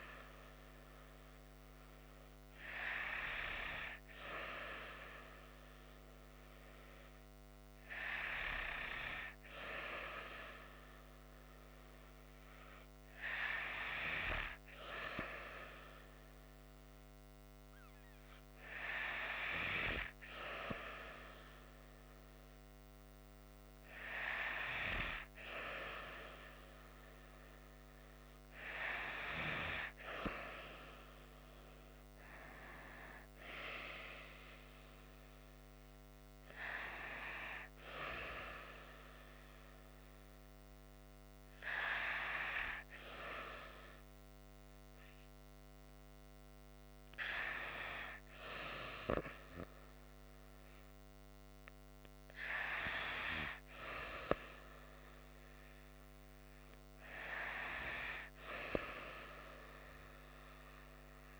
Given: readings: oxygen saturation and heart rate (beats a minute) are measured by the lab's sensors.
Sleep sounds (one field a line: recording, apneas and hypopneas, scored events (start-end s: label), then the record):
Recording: breathing in sleep by a microphone on the trachea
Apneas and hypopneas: none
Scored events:
none scored
From the record:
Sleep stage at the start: N2 (light sleep)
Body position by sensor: on the right side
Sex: female